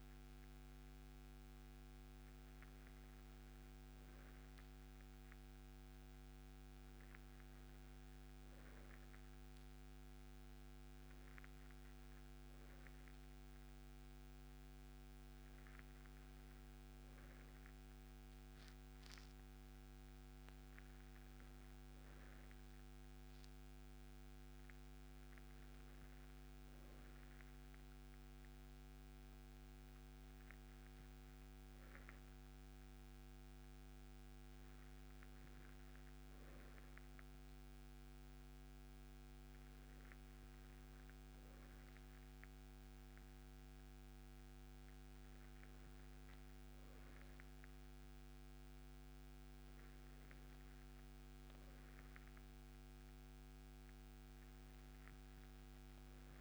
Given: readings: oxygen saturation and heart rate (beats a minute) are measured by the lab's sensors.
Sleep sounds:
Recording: breathing in sleep, hard to hear, by a microphone on the trachea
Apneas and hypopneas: none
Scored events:
none scored
From the record:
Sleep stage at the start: N2 (light sleep)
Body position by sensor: on the right side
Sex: male

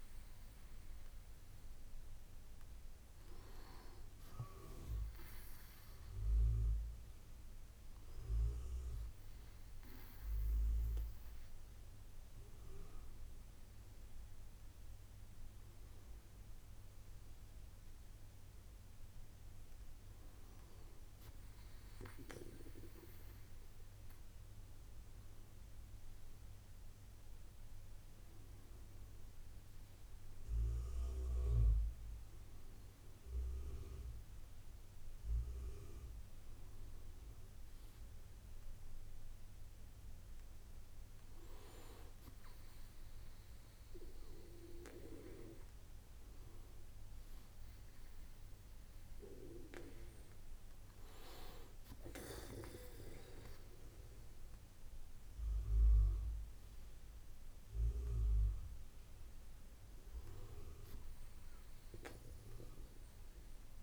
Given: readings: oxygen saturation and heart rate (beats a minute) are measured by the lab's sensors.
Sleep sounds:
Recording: breathing in sleep by a room microphone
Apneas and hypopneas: none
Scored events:
none scored
From the record:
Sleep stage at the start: N2 (light sleep)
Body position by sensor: on the right side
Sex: male

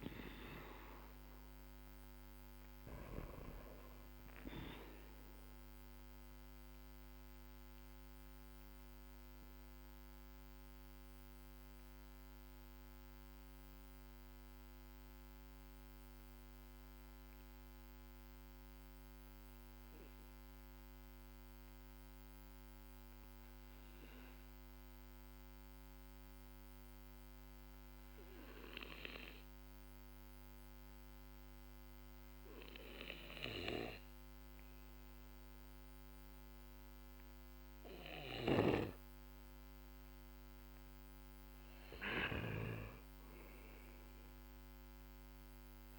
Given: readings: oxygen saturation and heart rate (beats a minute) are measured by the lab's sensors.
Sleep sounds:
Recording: breathing in sleep by a microphone on the trachea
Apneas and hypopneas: 1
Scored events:
5.50-28.50 s: oxygen desaturation (device-marked, oxygen 97% before, 94% lowest, heart rate 52 before, 46 extreme)
5.50-40.50 s: mixed apnea (oxygen 99% before, 93% lowest, heart rate 52 before, 46 extreme, up 6 after)
42.50-45.99 s: arousal
From the record:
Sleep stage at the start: N2 (light sleep)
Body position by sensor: on the back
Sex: male

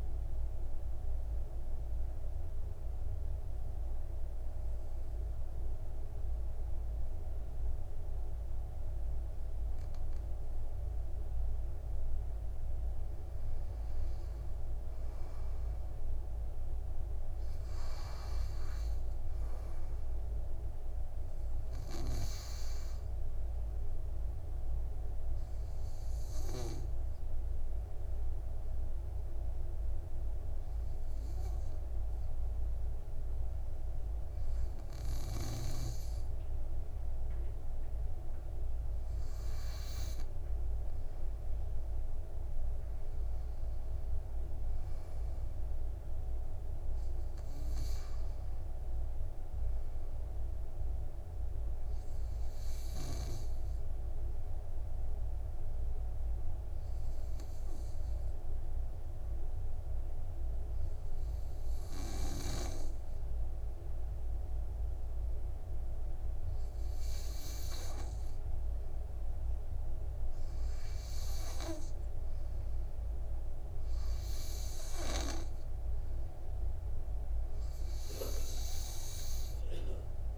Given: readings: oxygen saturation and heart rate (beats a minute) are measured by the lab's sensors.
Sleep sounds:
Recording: breathing in sleep, hard to hear, by a room microphone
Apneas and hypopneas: 3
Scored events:
0.00-15.00 s: oxygen desaturation (device-marked, oxygen 93% lowest, heart rate 53 extreme)
1.50-14.00 s: obstructive apnea (oxygen 98% before, 93% lowest, heart rate 72 before, 53 extreme, up 6 after)
17.00-20.50 s: arousal
24.00-36.00 s: oxygen desaturation (device-marked, oxygen 99% before, 95% lowest, heart rate 60 before, 53 extreme)
26.00-39.50 s: obstructive apnea (oxygen 99% before, 91% lowest, heart rate 59 before, 53 extreme, up 6 after)
42.50-46.00 s: arousal
49.00-66.00 s: oxygen desaturation (device-marked, oxygen 97% before, 93% lowest, heart rate 57 before, 56 extreme)
54.50-68.00 s: obstructive apnea (oxygen 97% before, 91% lowest, heart rate 58 before, 57 extreme, up 5 after)
70.00-73.00 s: arousal
76.00-80.38 s: oxygen desaturation (device-marked, oxygen 97% before, 91% lowest, heart rate 59 before, 58 extreme)
From the record:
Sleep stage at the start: N2 (light sleep)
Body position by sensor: on the back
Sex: male

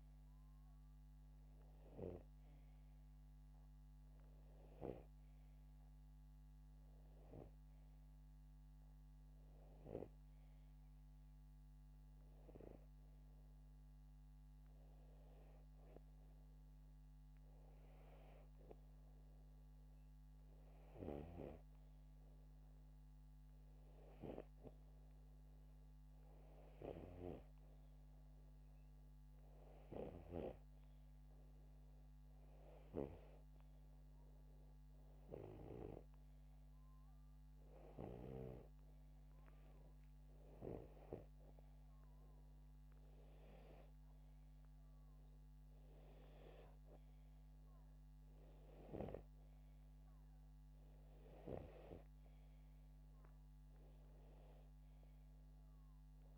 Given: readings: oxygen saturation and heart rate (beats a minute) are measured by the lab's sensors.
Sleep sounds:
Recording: breathing in sleep by a microphone on the trachea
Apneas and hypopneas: none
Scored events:
none scored
From the record:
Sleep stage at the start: N2 (light sleep)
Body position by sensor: upright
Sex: male

